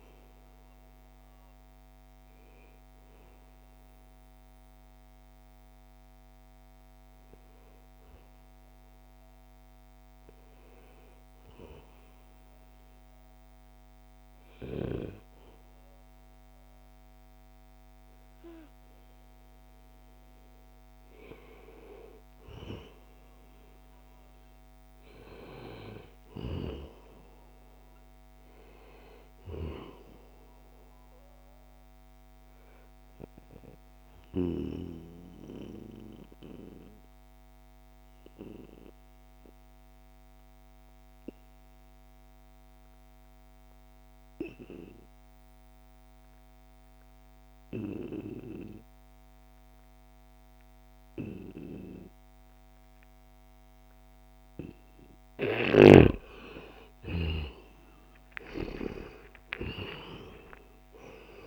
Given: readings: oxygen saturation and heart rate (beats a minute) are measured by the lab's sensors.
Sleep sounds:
breathing in sleep by a microphone on the trachea; 2
0.00-11.00 s: oxygen desaturation (device-marked, oxygen 91% lowest, heart rate 73 extreme)
0.50-19.00 s: obstructive apnea (oxygen 95% before, 86% lowest, heart rate 72 before, 72 extreme, up 1 after)
21.50-26.50 s: arousal
31.00-54.50 s: obstructive apnea (oxygen 95% before, 86% lowest, heart rate 74 before, 68 extreme, up 9 after)
55.50-60.50 s: arousal
59.00-61.46 s: oxygen desaturation (device-marked, oxygen 93% before, 86% lowest, heart rate 70 before, 68 extreme)
From the record:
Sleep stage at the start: N2 (light sleep); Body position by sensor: on the back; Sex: male

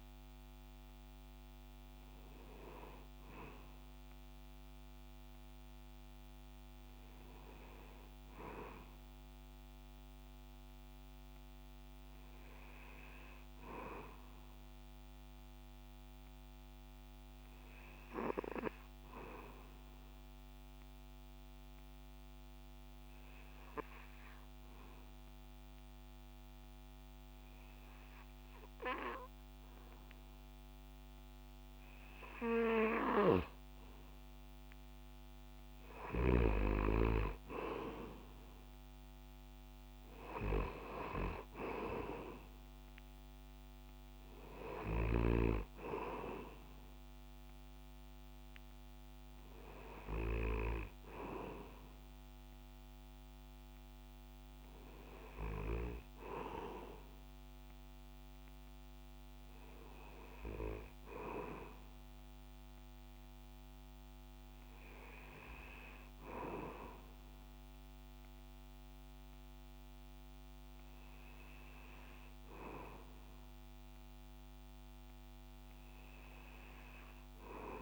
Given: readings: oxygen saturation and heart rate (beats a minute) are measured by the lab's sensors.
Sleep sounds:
breathing in sleep by a microphone on the trachea; 1
18.50-32.00 s: obstructive apnea (oxygen 97% before, 93% lowest, heart rate 62 before, 59 extreme, up 2 after)
33.50-37.50 s: arousal
34.50-55.50 s: oxygen desaturation (device-marked, oxygen 96% before, 93% lowest, heart rate 64 before, 59 extreme)
73.00-76.00 s: arousal
From the record:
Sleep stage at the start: N2 (light sleep); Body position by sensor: on the back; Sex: male

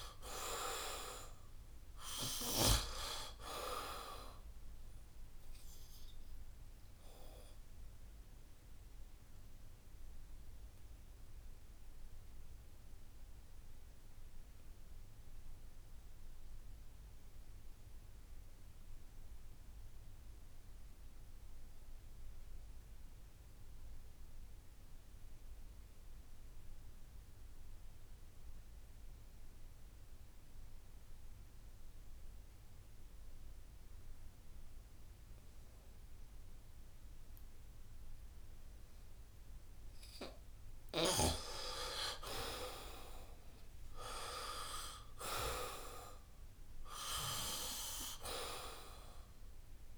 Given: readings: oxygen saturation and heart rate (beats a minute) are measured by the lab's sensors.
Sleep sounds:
breathing in sleep by a room microphone; 1
0.00-1.50 s: arousal
0.00-22.00 s: oxygen desaturation (device-marked, oxygen 73% lowest, heart rate 66 extreme)
10.00-40.00 s: obstructive apnea (oxygen 94% before, 73% lowest, heart rate 75 before, 64 extreme, up 9 after)
27.00-49.98 s: oxygen desaturation (device-marked, oxygen 98% before, 75% lowest, heart rate 70 before, 64 extreme)
42.50-45.50 s: arousal
From the record:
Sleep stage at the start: N2 (light sleep); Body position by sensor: on the back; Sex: male

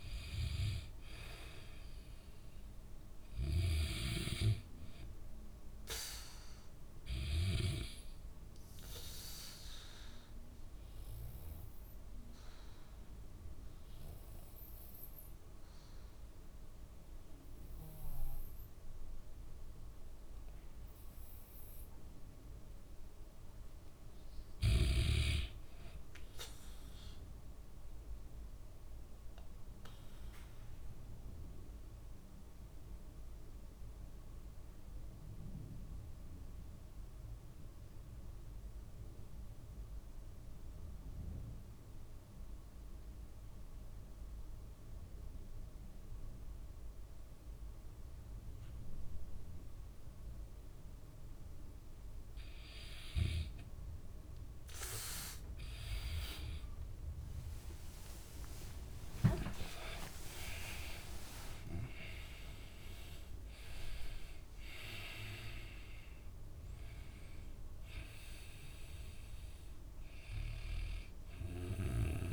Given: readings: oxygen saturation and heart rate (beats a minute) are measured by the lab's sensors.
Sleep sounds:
breathing in sleep by a room microphone; 2
1.00-4.50 s: arousal
9.00-21.50 s: obstructive apnea (oxygen 95% before, 87% lowest, heart rate 70 before, 60 extreme, up 6 after)
23.50-27.00 s: arousal
29.00-51.50 s: obstructive apnea (oxygen 97% before, 87% lowest, heart rate 70 before, 60 extreme, up 13 after)
30.50-42.50 s: oxygen desaturation (device-marked, oxygen 97% before, 94% lowest, heart rate 70 before, 61 extreme)
53.50-57.00 s: arousal
56.50-72.33 s: oxygen desaturation (device-marked, oxygen 95% before, 87% lowest, heart rate 64 before, 62 extreme)
From the record:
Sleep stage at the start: N2 (light sleep); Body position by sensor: on the back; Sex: male

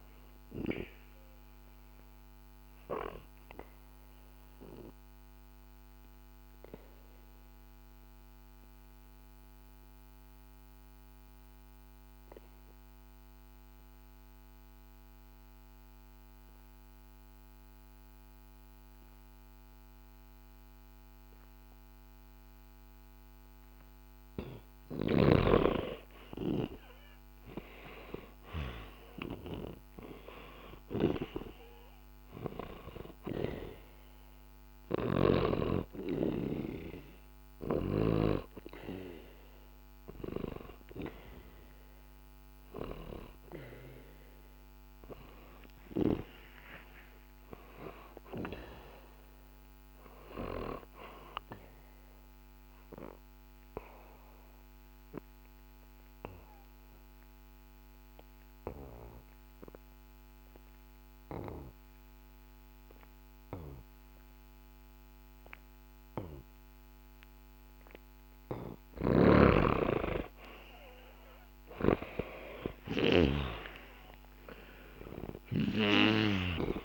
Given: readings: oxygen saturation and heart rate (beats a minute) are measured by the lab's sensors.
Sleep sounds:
breathing in sleep by a microphone on the trachea; 3
0.00-21.00 s: oxygen desaturation (device-marked, oxygen 89% lowest, heart rate 62 extreme)
1.50-23.50 s: obstructive apnea (oxygen 97% before, 89% lowest, heart rate 68 before, 62 extreme)
24.50-28.00 s: arousal
24.50-28.50 s: snoring (device-marked)
30.50-38.00 s: snoring (device-marked)
33.50-44.50 s: hypopnea (oxygen 99% before, 88% lowest, heart rate 64 before, 62 extreme, up 16 after)
34.00-49.00 s: oxygen desaturation (device-marked, oxygen 98% before, 90% lowest, heart rate 64 before, 62 extreme)
46.00-50.50 s: arousal
54.00-67.50 s: obstructive apnea (oxygen 98% before, 88% lowest, heart rate 72 before, 62 extreme, up 4 after)
68.50-73.00 s: snoring (device-marked)
69.00-76.85 s: oxygen desaturation (device-marked, oxygen 97% before, 88% lowest, heart rate 69 before, 64 extreme)
70.00-75.50 s: arousal
75.00-76.85 s: snoring (device-marked)
From the record:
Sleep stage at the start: N2 (light sleep); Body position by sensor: on the back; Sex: male

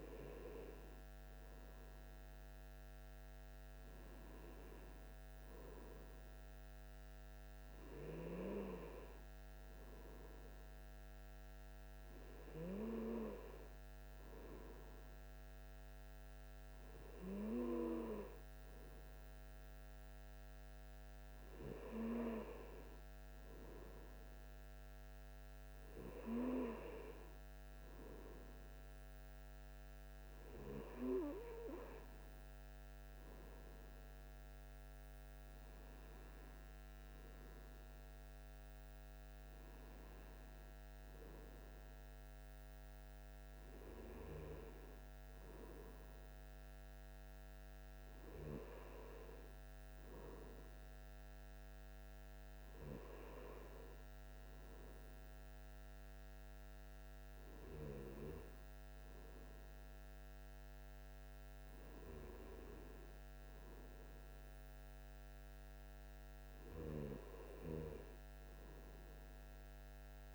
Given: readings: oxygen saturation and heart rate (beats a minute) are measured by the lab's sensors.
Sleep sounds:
breathing in sleep by a microphone on the trachea; none
68.00-70.35 s: new sleep stage, N2 (light sleep)
From the record:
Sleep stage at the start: N1 (lightest sleep); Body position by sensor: on the right side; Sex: male

